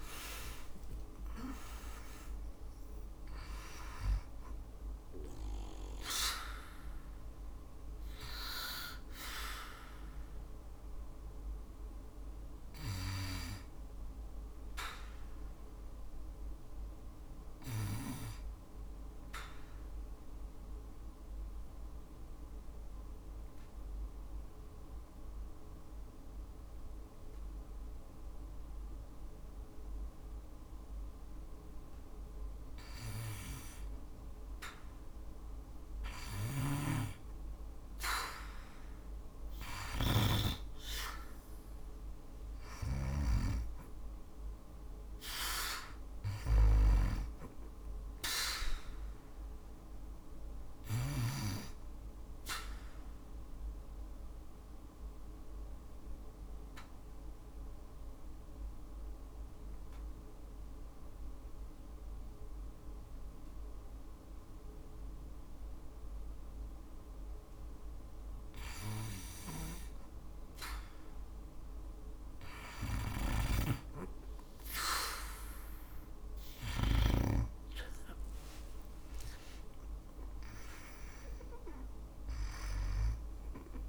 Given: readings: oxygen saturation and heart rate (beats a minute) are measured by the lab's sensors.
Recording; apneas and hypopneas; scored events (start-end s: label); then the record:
breathing in sleep by a room microphone; 2
0.00-21.50 s: oxygen desaturation (device-marked, oxygen 81% lowest, heart rate 55 extreme)
18.00-31.00 s: obstructive apnea (oxygen 93% before, 82% lowest, heart rate 62 before, 55 extreme, up 1 after)
34.50-38.50 s: arousal
35.50-50.50 s: snoring (device-marked)
42.50-60.50 s: oxygen desaturation (device-marked, oxygen 97% before, 91% lowest, heart rate 57 before, 55 extreme)
51.50-66.50 s: obstructive apnea (oxygen 99% before, 87% lowest, heart rate 58 before, 55 extreme, up 0 after)
74.50-78.00 s: arousal
78.50-83.89 s: oxygen desaturation (device-marked, oxygen 96% before, 91% lowest, heart rate 57 before, 54 extreme)
From the record:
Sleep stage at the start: N2 (light sleep); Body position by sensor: on the back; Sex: female